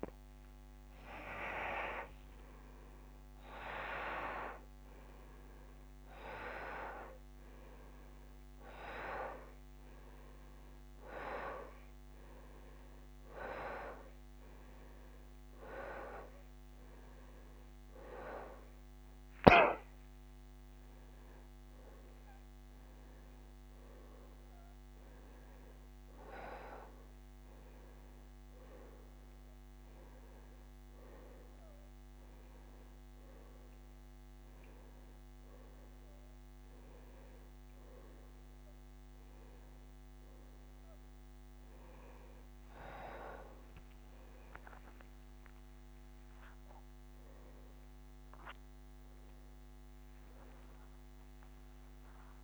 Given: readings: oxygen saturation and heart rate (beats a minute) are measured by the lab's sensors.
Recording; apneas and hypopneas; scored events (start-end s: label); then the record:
breathing in sleep by a microphone on the trachea; none
10.00-21.00 s: oxygen desaturation (device-marked, oxygen 95% before, 92% lowest, heart rate 113 before, 59 extreme)
41.00-43.00 s: bradycardia (device-marked, heart rate 81 before, 64 extreme)
43.00-52.43 s: new sleep stage, awake
45.00-47.00 s: bradycardia (device-marked, heart rate 81 before, 58 extreme)
From the record:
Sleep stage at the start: N2 (light sleep); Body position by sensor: upright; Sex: male